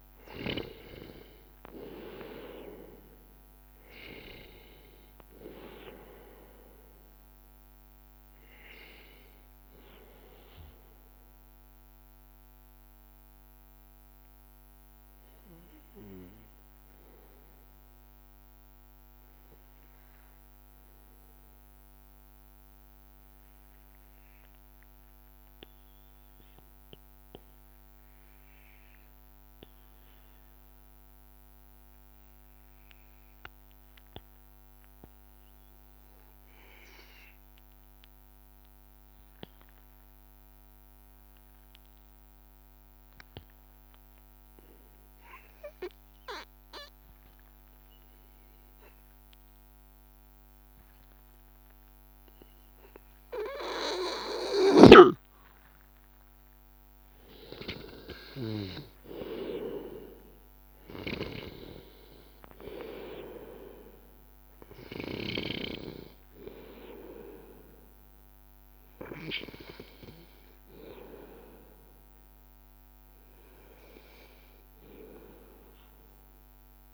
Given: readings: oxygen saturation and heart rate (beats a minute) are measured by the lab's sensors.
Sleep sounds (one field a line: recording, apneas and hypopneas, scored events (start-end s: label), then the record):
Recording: breathing in sleep by a microphone on the trachea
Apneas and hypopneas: 1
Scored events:
0.00-27.50 s: oxygen desaturation (device-marked, oxygen 91% lowest, heart rate 82 extreme)
5.50-7.50 s: long interval between heartbeats (device-marked, heart rate 84 before, 87 extreme)
10.50-12.50 s: long interval between heartbeats (device-marked, heart rate 86 before, 84 extreme)
21.00-52.50 s: obstructive apnea (oxygen 96% before, 91% lowest, heart rate 86 before, 83 extreme, up 2 after)
46.50-76.93 s: new sleep stage, N2 (light sleep)
47.50-76.93 s: oxygen desaturation (device-marked, oxygen 99% before, 92% lowest, heart rate 84 before, 80 extreme)
54.50-58.50 s: arousal
63.00-65.00 s: long interval between heartbeats (device-marked, heart rate 84 before, 86 extreme)
67.50-69.50 s: long interval between heartbeats (device-marked, heart rate 85 before, 87 extreme)
71.50-73.50 s: long interval between heartbeats (device-marked, heart rate 85 before, 87 extreme)
From the record:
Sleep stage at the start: REM sleep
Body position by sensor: on the back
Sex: male